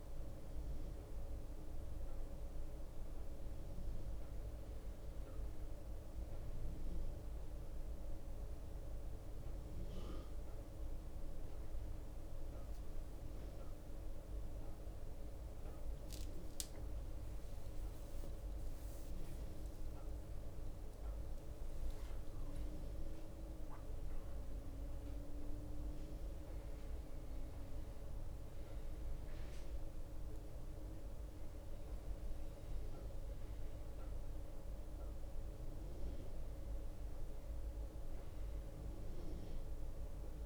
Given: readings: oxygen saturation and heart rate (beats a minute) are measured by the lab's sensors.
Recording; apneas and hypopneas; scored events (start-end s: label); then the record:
breathing in sleep, hard to hear, by a room microphone; none
13.00-18.00 s: arousal
32.00-34.00 s: bradycardia (device-marked, heart rate 63 before, 61 extreme)
35.00-40.46 s: bradycardia (device-marked, heart rate 63 before, 59 extreme)
From the record:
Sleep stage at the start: N1 (lightest sleep); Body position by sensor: on the right side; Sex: male